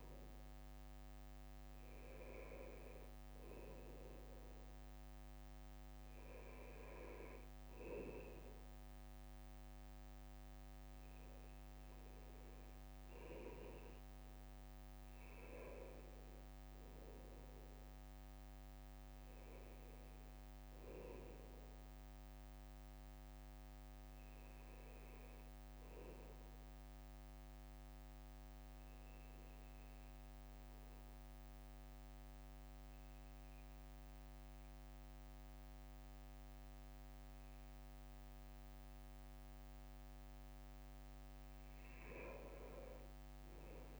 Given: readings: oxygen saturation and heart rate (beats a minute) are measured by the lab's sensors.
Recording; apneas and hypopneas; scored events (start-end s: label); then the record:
breathing in sleep by a microphone on the trachea; 2
3.00-14.50 s: hypopnea (oxygen 97% before, 94% lowest, heart rate 65 before, 60 extreme, up 3 after)
16.50-20.50 s: arousal
27.00-39.50 s: obstructive apnea (oxygen 99% before, 95% lowest, heart rate 63 before, 60 extreme, up 4 after)
42.00-44.00 s: arousal
From the record:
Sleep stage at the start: N2 (light sleep); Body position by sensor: on the right side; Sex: male